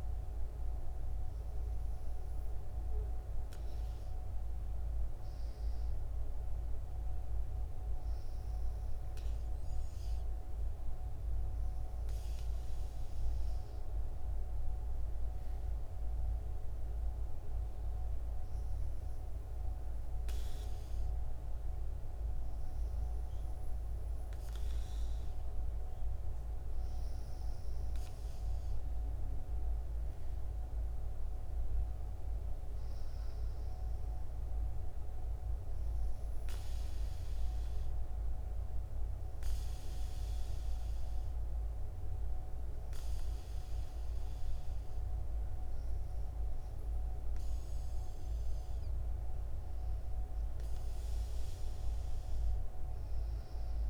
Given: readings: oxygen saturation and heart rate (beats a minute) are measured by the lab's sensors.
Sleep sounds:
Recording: breathing in sleep, hard to hear, by a room microphone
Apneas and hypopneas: none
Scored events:
none scored
From the record:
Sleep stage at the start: N2 (light sleep)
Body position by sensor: on the back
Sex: female

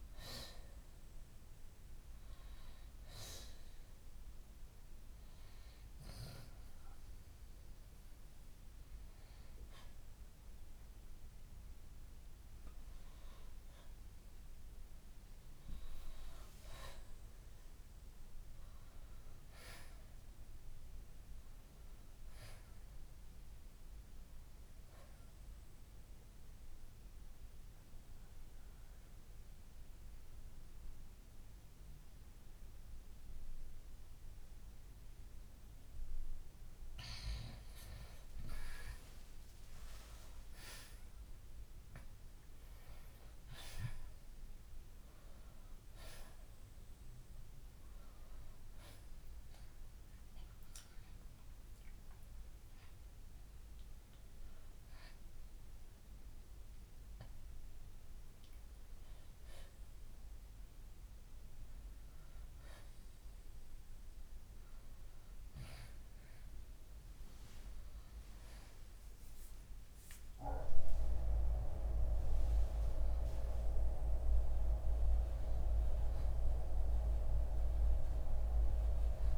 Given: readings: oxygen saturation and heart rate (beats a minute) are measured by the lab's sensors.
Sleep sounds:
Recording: breathing in sleep by a room microphone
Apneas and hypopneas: 1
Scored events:
0.00-2.00 s: arousal
7.50-21.50 s: oxygen desaturation (device-marked, oxygen 94% before, 89% lowest, heart rate 67 before, 59 extreme)
21.50-24.00 s: arousal
26.00-37.50 s: central apnea (oxygen 94% before, 84% lowest, heart rate 69 before, 59 extreme, up 14 after)
39.00-42.50 s: arousal
57.50-70.50 s: oxygen desaturation (device-marked, oxygen 92% before, 84% lowest, heart rate 70 before, 65 extreme)
68.00-72.50 s: arousal
76.50-79.38 s: oxygen desaturation (device-marked, oxygen 94% before, 91% lowest, heart rate 88 before, 65 extreme)
From the record:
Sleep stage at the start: N2 (light sleep)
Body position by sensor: on the back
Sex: male

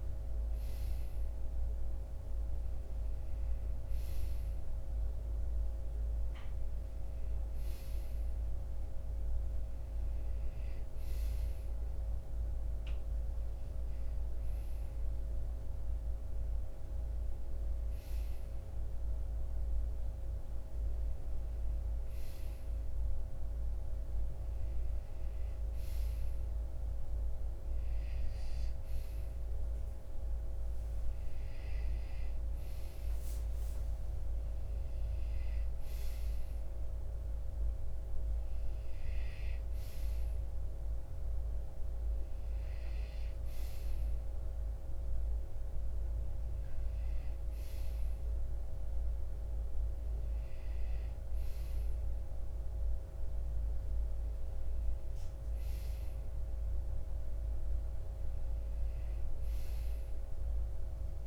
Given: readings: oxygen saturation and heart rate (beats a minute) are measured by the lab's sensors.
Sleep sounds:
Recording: breathing in sleep, hard to hear, by a room microphone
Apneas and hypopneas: none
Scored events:
none scored
From the record:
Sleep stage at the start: N2 (light sleep)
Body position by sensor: on the right side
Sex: male

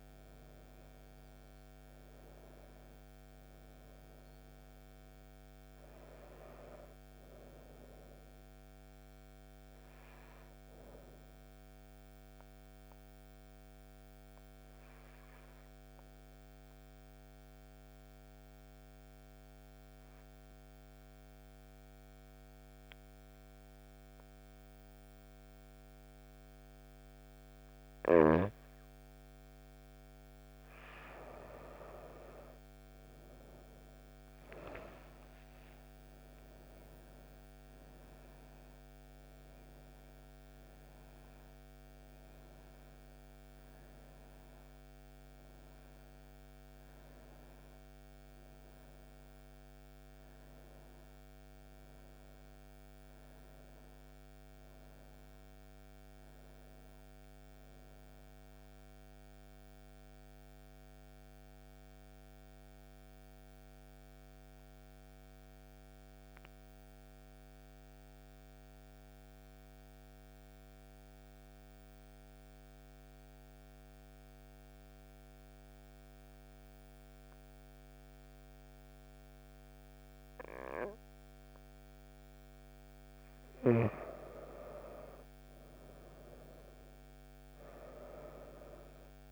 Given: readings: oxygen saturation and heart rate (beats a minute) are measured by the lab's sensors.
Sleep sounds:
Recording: breathing in sleep by a microphone on the trachea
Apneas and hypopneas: 2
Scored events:
0.00-11.00 s: oxygen desaturation (device-marked, oxygen 92% lowest)
16.00-30.50 s: mixed apnea (oxygen 96% before, 91% lowest)
28.00-56.00 s: oxygen desaturation (device-marked, oxygen 96% before, 91% lowest)
35.00-40.50 s: arousal
59.00-82.50 s: central apnea (oxygen 98% before, 89% lowest)
77.00-89.32 s: oxygen desaturation (device-marked, oxygen 97% before, 91% lowest)
84.50-88.00 s: arousal
From the record:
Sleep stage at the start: N2 (light sleep)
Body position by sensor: on the right side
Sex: female

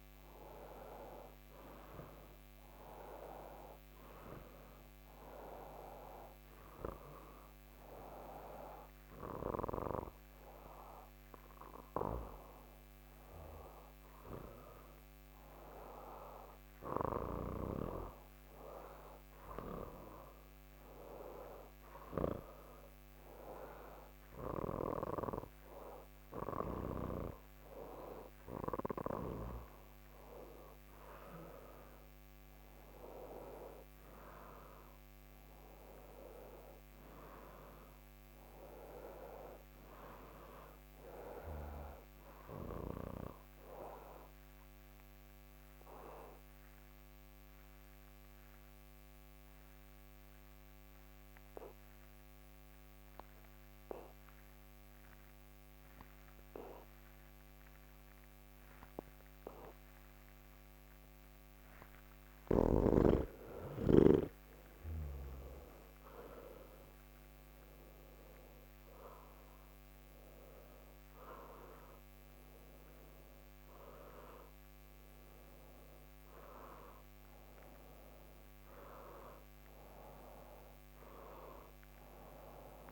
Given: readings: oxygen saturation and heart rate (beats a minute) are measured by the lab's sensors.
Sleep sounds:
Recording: breathing in sleep by a microphone on the trachea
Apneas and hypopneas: 1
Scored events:
45.00-61.50 s: obstructive apnea (oxygen 94% before, 86% lowest, heart rate 136 before, 93 extreme, up 16 after)
62.50-82.92 s: oxygen desaturation (device-marked, oxygen 94% before, 86% lowest, heart rate 147 before, 76 extreme)
From the record:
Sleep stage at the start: N2 (light sleep)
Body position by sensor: on the back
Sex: male

